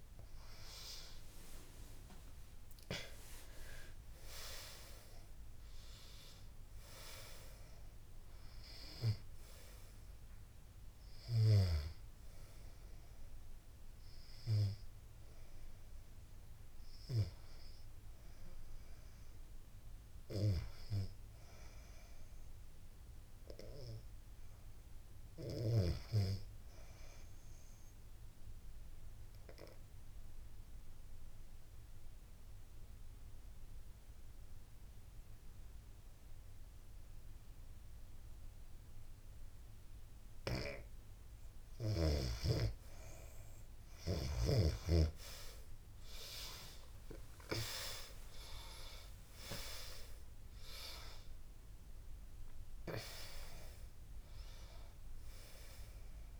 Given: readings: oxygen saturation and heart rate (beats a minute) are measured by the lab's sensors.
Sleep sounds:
breathing in sleep by a room microphone; 1
0.00-3.50 s: arousal
1.00-19.00 s: oxygen desaturation (device-marked, oxygen 98% before, 91% lowest, heart rate 70 before, 67 extreme)
25.50-40.00 s: obstructive apnea (oxygen 98% before, 86% lowest, heart rate 79 before, 67 extreme, up 12 after)
35.00-56.40 s: oxygen desaturation (device-marked, oxygen 97% before, 86% lowest, heart rate 75 before, 68 extreme)
44.50-48.50 s: arousal
47.00-56.40 s: new sleep stage, N2 (light sleep)
From the record:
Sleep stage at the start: REM sleep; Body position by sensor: on the back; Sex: female

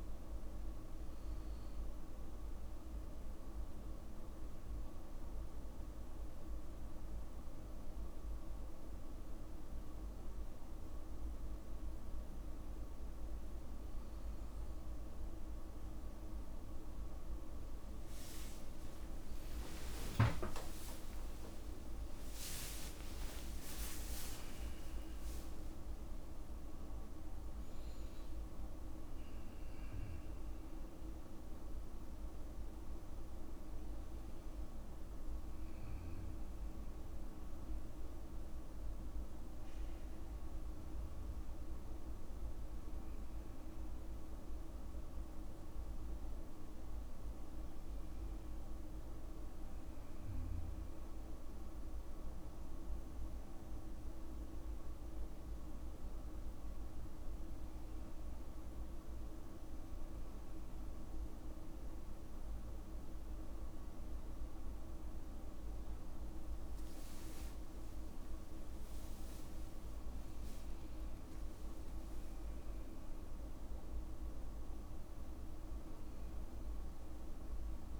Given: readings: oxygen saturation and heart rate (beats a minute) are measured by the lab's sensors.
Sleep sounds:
a person partly awake in a sleep study, hard to hear, by a room microphone; none
18.00-25.00 s: tachycardia (device-marked, heart rate 58 before, 152 extreme)
20.50-22.50 s: long interval between heartbeats (device-marked, heart rate 54 before, 95 extreme)
22.00-77.99 s: new sleep stage, N1 (lightest sleep)
22.50-24.50 s: long interval between heartbeats (device-marked, heart rate 59 before, 127 extreme)
From the record:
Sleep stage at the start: awake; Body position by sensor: on the back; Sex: male

